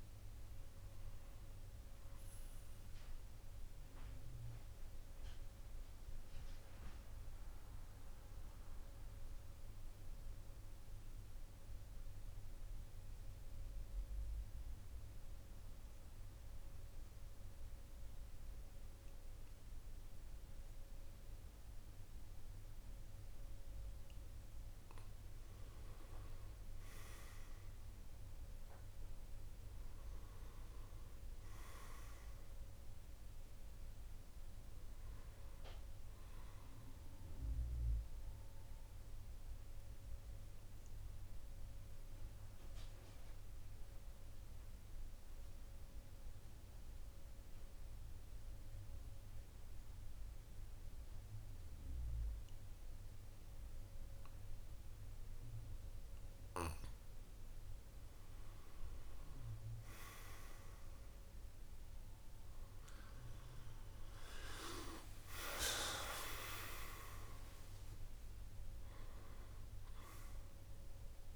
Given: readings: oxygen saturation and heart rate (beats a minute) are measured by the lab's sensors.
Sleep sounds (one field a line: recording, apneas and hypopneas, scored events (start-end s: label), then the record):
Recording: breathing in sleep by a room microphone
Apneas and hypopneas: 2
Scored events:
0.00-10.50 s: oxygen desaturation (device-marked, oxygen 91% lowest, heart rate 46 extreme)
2.00-24.00 s: central apnea (oxygen 98% before, 91% lowest, heart rate 57 before, 46 extreme, up 5 after)
26.00-29.00 s: arousal
27.50-47.50 s: oxygen desaturation (device-marked, oxygen 98% before, 92% lowest, heart rate 49 before, 48 extreme)
39.50-56.50 s: mixed apnea (oxygen 99% before, 90% lowest, heart rate 51 before, 48 extreme, up 4 after)
57.50-62.00 s: arousal
60.50-71.36 s: oxygen desaturation (device-marked, oxygen 97% before, 92% lowest, heart rate 50 before, 47 extreme)
From the record:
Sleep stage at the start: N2 (light sleep)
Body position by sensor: on the back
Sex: male